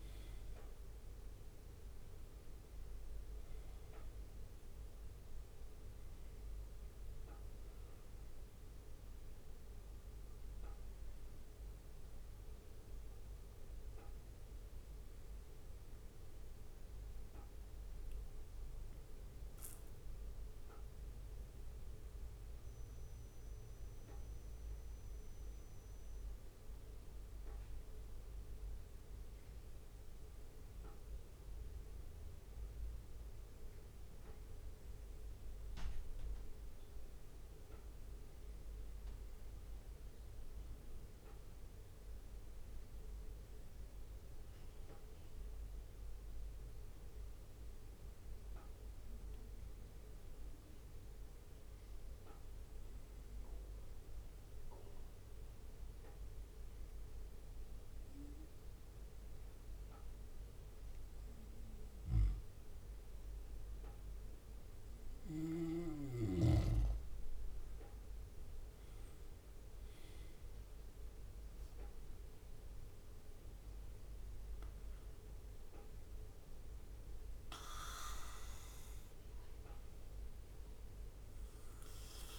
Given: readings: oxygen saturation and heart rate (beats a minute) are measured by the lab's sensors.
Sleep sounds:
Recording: breathing in sleep, hard to hear, by a room microphone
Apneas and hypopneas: 2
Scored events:
4.00-54.00 s: bradycardia (device-marked, heart rate 59 before, 56 extreme)
14.50-17.50 s: arousal
20.00-36.50 s: obstructive apnea (oxygen 97% before, 94% lowest, heart rate 59 before, 56 extreme, up 2 after)
39.50-43.00 s: arousal
51.00-64.50 s: obstructive apnea (oxygen 99% before, 96% lowest, heart rate 58 before, 58 extreme, up 2 after)
59.00-66.00 s: bradycardia (device-marked, heart rate 59 before, 59 extreme)
67.00-70.50 s: arousal
74.00-82.38 s: bradycardia (device-marked, heart rate 59 before, 57 extreme)
From the record:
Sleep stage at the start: N2 (light sleep)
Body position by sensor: on the back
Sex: male

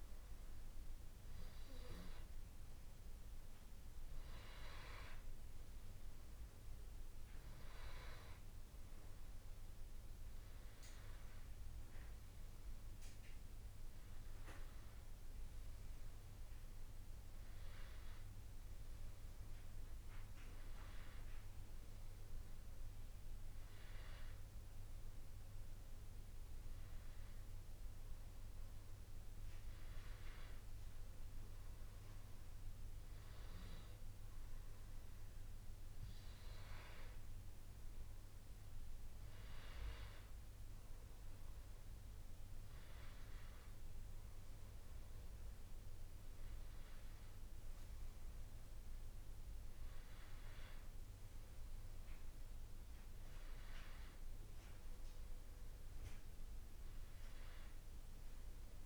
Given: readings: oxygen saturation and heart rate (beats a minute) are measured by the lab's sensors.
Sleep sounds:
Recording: breathing in sleep by a room microphone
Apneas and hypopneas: none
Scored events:
none scored
From the record:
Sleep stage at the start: N2 (light sleep)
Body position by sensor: on the back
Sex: male

